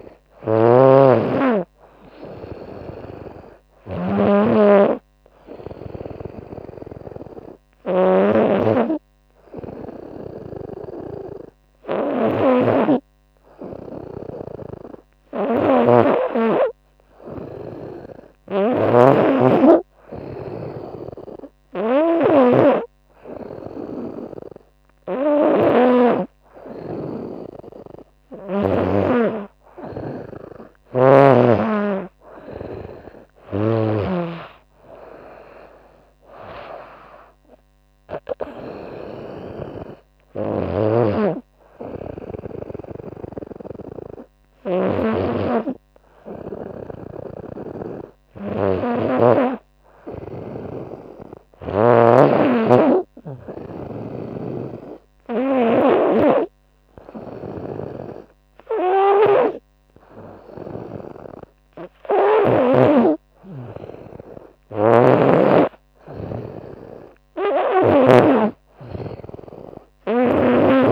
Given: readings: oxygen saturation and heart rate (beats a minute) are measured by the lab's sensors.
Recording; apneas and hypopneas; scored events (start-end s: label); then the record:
breathing in sleep by a microphone on the trachea; 2
0.00-3.00 s: snoring (device-marked)
5.00-16.00 s: hypopnea (oxygen 97% before, 96% lowest, heart rate 78 before, 73 extreme, up 4 after)
5.00-39.00 s: snoring (device-marked)
19.00-22.50 s: arousal
43.50-48.50 s: snoring (device-marked)
51.00-62.00 s: hypopnea (oxygen 96% before, 96% lowest, heart rate 81 before, 76 extreme, up 1 after)
53.00-61.50 s: snoring (device-marked)
63.50-67.50 s: snoring (device-marked)
65.00-68.50 s: arousal
From the record:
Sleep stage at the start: N2 (light sleep); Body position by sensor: on the right side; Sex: female